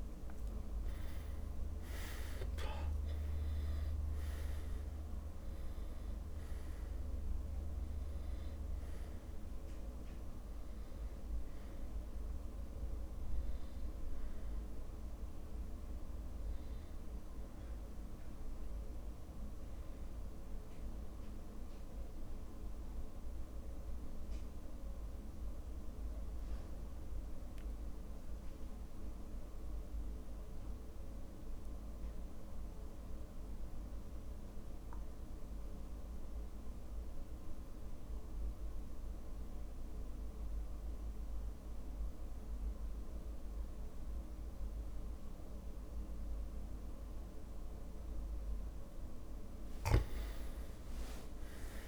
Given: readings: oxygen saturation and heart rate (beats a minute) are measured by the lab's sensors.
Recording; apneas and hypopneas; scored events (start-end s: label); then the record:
breathing in sleep, hard to hear, by a room microphone; 1
0.00-1.00 s: arousal
0.00-7.00 s: drop in pulse transit time (device-marked, heart rate 57 extreme)
0.00-31.00 s: oxygen desaturation (device-marked, oxygen 86% lowest, heart rate 39 extreme)
18.00-28.00 s: drop in pulse transit time (device-marked, heart rate 59 before, 58 extreme)
24.00-47.00 s: mixed apnea (oxygen 97% before, 91% lowest, heart rate 59 before, 39 extreme, up 10 after)
42.50-44.50 s: long interval between heartbeats (device-marked, heart rate 55 before, 57 extreme)
47.00-49.00 s: long interval between heartbeats (device-marked, heart rate 55 before, 58 extreme)
50.00-51.88 s: long interval between heartbeats (device-marked, heart rate 54 before, 48 extreme)
From the record:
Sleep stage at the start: REM sleep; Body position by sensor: on the back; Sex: male